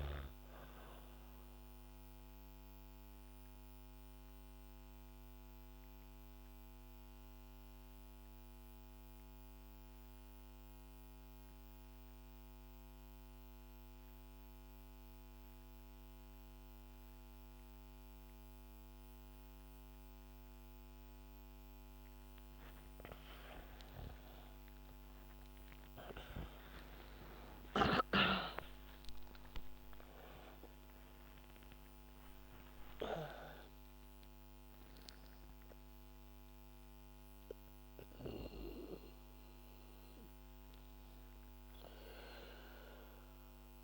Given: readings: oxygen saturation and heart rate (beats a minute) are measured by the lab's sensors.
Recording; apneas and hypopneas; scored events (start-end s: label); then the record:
breathing in sleep by a microphone on the trachea; 1
0.00-7.00 s: oxygen desaturation (device-marked, oxygen 90% lowest, heart rate 57 extreme)
1.00-22.00 s: obstructive apnea (oxygen 97% before, 88% lowest, heart rate 69 before, 57 extreme, up 56 after)
18.00-35.00 s: oxygen desaturation (device-marked, oxygen 96% before, 90% lowest, heart rate 72 before, 57 extreme)
19.00-22.00 s: bradycardia (device-marked, heart rate 70 before, 64 extreme)
26.00-32.50 s: arousal
From the record:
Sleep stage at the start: N2 (light sleep); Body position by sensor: on the back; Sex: female